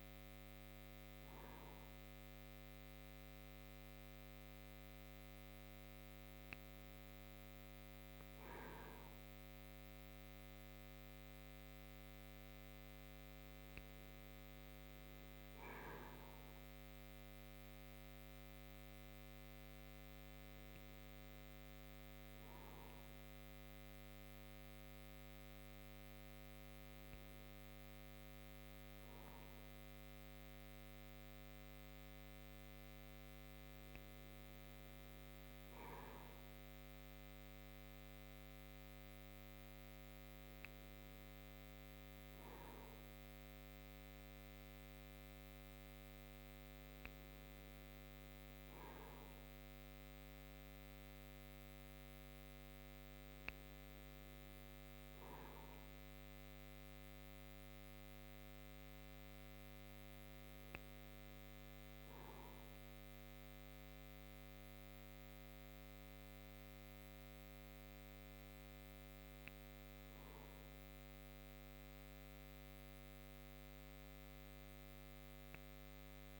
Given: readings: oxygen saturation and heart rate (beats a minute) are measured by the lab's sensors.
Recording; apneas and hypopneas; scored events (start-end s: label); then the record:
breathing in sleep, hard to hear, by a microphone on the trachea; none
none scored
From the record:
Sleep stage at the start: N1 (lightest sleep); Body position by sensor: on the back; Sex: male